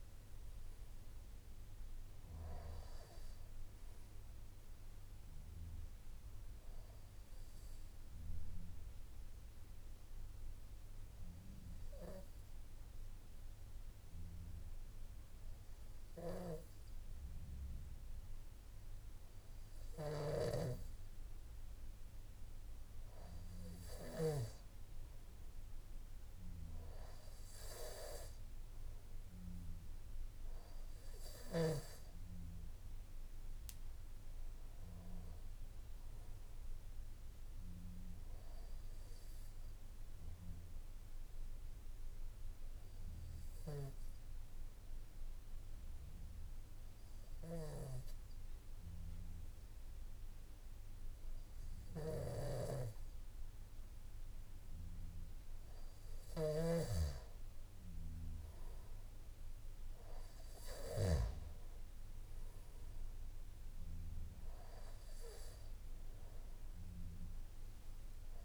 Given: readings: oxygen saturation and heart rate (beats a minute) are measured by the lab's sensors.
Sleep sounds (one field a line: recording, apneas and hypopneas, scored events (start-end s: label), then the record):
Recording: breathing in sleep by a room microphone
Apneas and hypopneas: 2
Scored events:
5.00-22.00 s: oxygen desaturation (device-marked, oxygen 96% before, 93% lowest, heart rate 55 before, 50 extreme)
7.50-20.00 s: obstructive apnea (oxygen 97% before, 93% lowest, heart rate 55 before, 51 extreme, up 4 after)
42.00-54.00 s: obstructive apnea (oxygen 97% before, 94% lowest, heart rate 54 before, 45 extreme, up 5 after)
56.50-61.00 s: snoring (device-marked)
From the record:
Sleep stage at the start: N1 (lightest sleep)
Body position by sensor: on the back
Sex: male